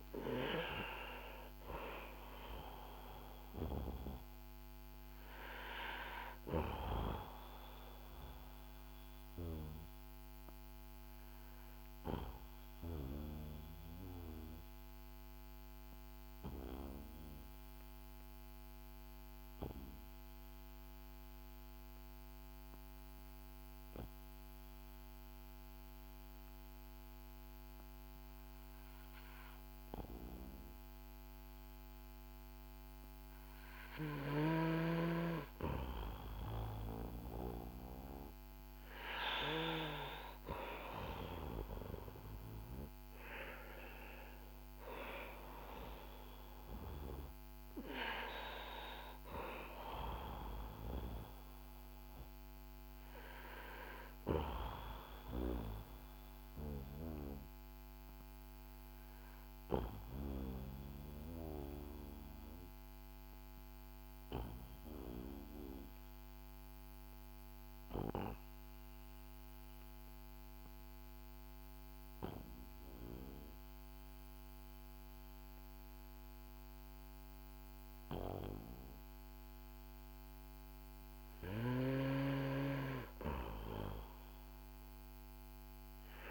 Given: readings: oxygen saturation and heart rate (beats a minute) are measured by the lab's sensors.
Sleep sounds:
breathing in sleep by a microphone on the trachea; 2
6.50-35.50 s: obstructive apnea (oxygen 97% before, 91% lowest, heart rate 58 before, 42 extreme, up 18 after)
11.50-26.50 s: oxygen desaturation (device-marked, oxygen 94% before, 91% lowest, heart rate 57 before, 42 extreme)
39.00-44.00 s: arousal
55.00-80.50 s: obstructive apnea (oxygen 96% before, 91% lowest, heart rate 58 before, 49 extreme, up 6 after)
63.50-73.50 s: oxygen desaturation (device-marked, oxygen 94% before, 91% lowest, heart rate 55 before, 49 extreme)
From the record:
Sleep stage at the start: N2 (light sleep); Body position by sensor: on the back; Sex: male

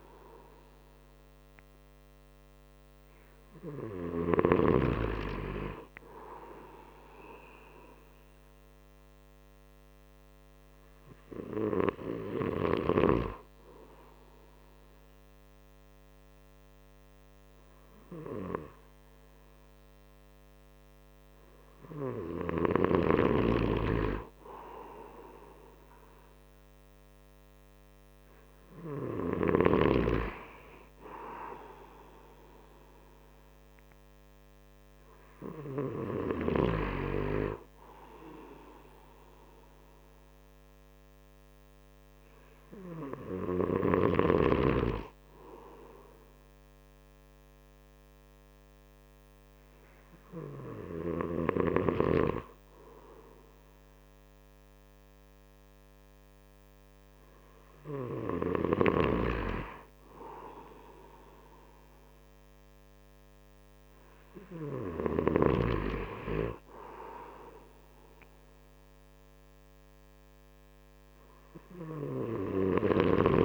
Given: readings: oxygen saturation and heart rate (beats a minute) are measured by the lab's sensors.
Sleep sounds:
breathing in sleep by a microphone on the trachea; none
63.50-73.45 s: new sleep stage, N3 (deep sleep)
From the record:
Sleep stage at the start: N2 (light sleep); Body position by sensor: on the right side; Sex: male

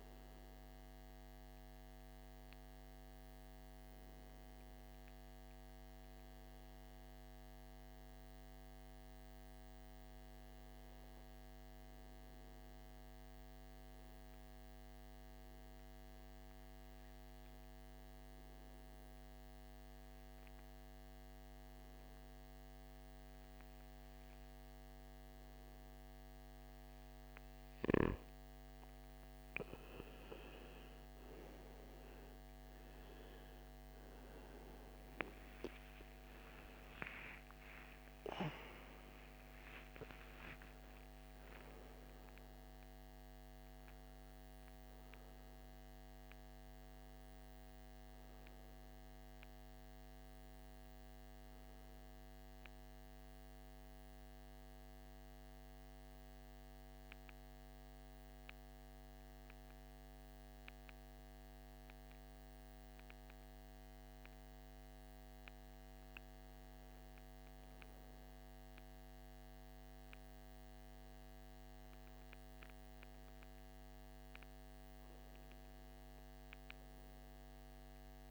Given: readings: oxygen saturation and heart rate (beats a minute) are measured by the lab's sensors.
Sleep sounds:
breathing in sleep, hard to hear, by a microphone on the trachea; 2
0.00-13.00 s: oxygen desaturation (device-marked, oxygen 91% lowest, heart rate 55 extreme)
14.50-27.00 s: obstructive apnea (oxygen 97% before, 87% lowest, heart rate 61 before, 57 extreme, up 8 after)
28.00-57.00 s: oxygen desaturation (device-marked, oxygen 97% before, 87% lowest, heart rate 58 before, 50 extreme)
34.50-40.50 s: arousal
55.50-65.50 s: central apnea (oxygen 97% before, 91% lowest, heart rate 66 before, 50 extreme, up 4 after)
67.50-72.00 s: arousal
75.00-78.31 s: oxygen desaturation (device-marked, oxygen 98% before, 94% lowest, heart rate 52 before, 56 extreme)
From the record:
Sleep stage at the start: N2 (light sleep); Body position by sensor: on the back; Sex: male

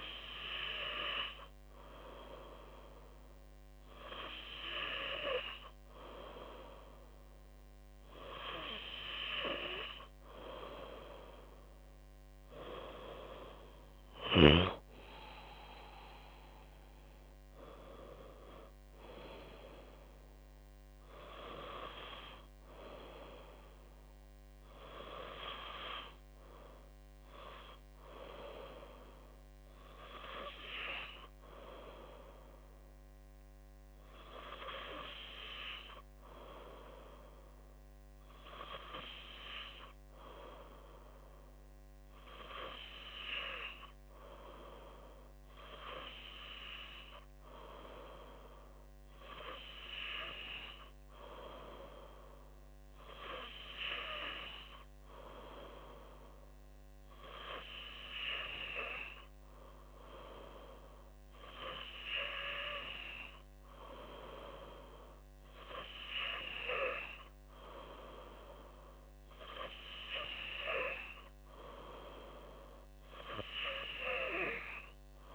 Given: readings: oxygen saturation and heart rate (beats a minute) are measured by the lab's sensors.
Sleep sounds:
breathing in sleep by a microphone on the trachea; none
none scored
From the record:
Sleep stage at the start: N2 (light sleep); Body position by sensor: on the back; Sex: female

